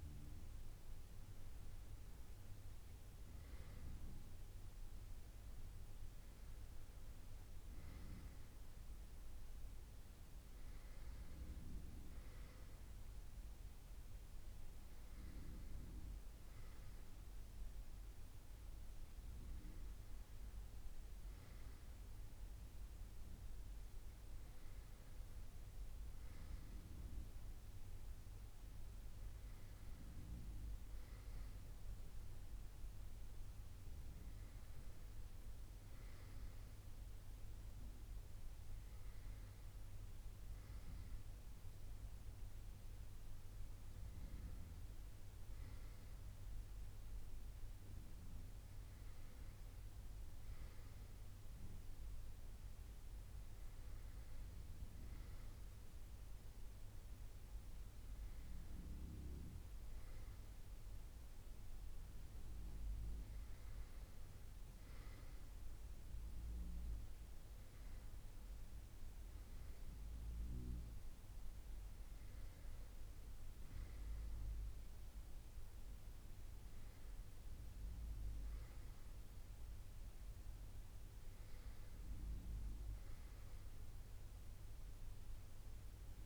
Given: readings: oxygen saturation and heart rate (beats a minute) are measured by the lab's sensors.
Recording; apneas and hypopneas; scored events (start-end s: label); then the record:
breathing in sleep, hard to hear, by a room microphone; none
none scored
From the record:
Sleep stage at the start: N2 (light sleep); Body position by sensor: on the right side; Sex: male